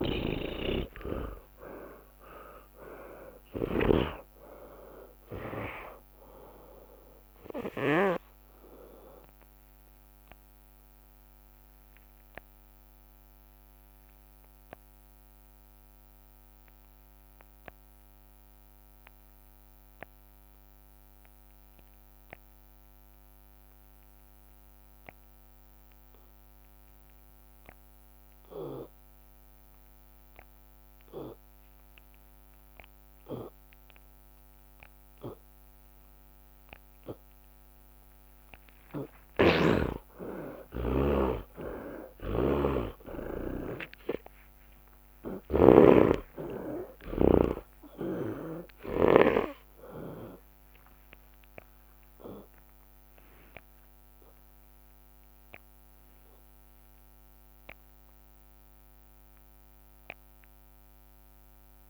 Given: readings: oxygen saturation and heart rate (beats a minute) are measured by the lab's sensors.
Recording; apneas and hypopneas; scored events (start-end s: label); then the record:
breathing in sleep by a microphone on the trachea; 1
0.00-1.00 s: arousal
0.00-8.00 s: snoring (device-marked)
11.50-38.50 s: mixed apnea
39.00-48.50 s: snoring (device-marked)
56.50-61.90 s: new sleep stage, awake
From the record:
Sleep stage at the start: N2 (light sleep); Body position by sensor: on the left side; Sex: male